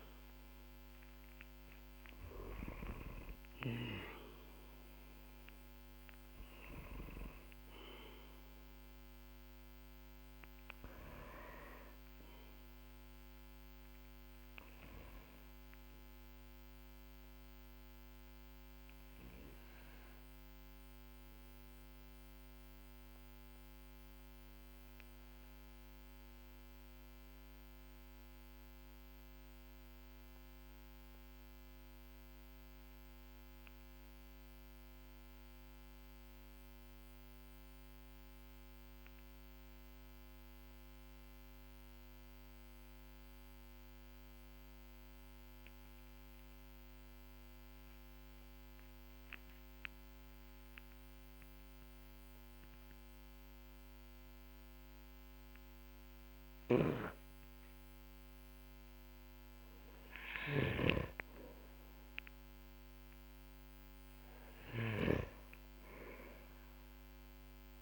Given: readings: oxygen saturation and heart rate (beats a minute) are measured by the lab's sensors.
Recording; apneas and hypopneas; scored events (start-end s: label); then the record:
breathing in sleep by a microphone on the trachea; 1
0.00-36.00 s: oxygen desaturation (device-marked, oxygen 91% lowest, heart rate 42 extreme)
17.50-59.50 s: obstructive apnea (oxygen 96% before, 91% lowest, heart rate 48 before, 46 extreme, up 3 after)
59.50-67.82 s: snoring (device-marked)
61.00-65.00 s: arousal
From the record:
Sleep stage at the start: N2 (light sleep); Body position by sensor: on the back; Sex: male